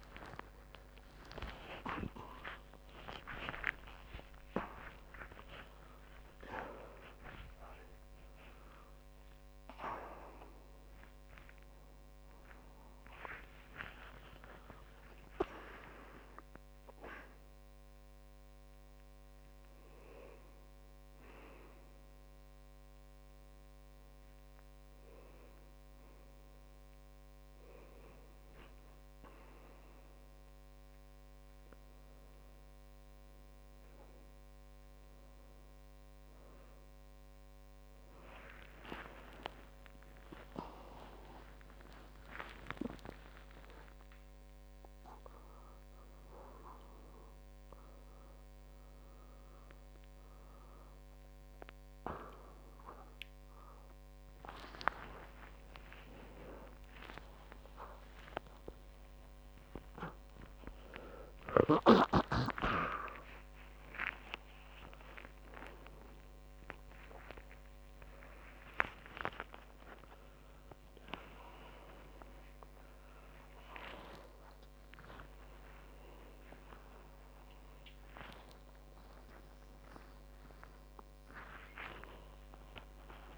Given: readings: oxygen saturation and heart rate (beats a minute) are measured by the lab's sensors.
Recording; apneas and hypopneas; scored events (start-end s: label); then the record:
a person awake in a sleep study, by a microphone on the trachea; none
0.50-2.50 s: long interval between heartbeats (device-marked)
3.50-5.50 s: long interval between heartbeats (device-marked, heart rate 77 before, 50 extreme)
7.50-9.50 s: long interval between heartbeats (device-marked, heart rate 79 before, 91 extreme)
44.00-46.00 s: long interval between heartbeats (device-marked)
45.00-51.00 s: tachycardia (device-marked)
48.00-50.00 s: long interval between heartbeats (device-marked)
50.00-52.00 s: long interval between heartbeats (device-marked)
54.50-56.50 s: long interval between heartbeats (device-marked, heart rate 41 before, 79 extreme)
69.50-71.50 s: long interval between heartbeats (device-marked, heart rate 68 before, 68 extreme)
75.50-77.50 s: long interval between heartbeats (device-marked, heart rate 55 before, 38 extreme)
80.50-82.50 s: long interval between heartbeats (device-marked, heart rate 44 before, 39 extreme)
From the record:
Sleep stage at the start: awake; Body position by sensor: on the back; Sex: male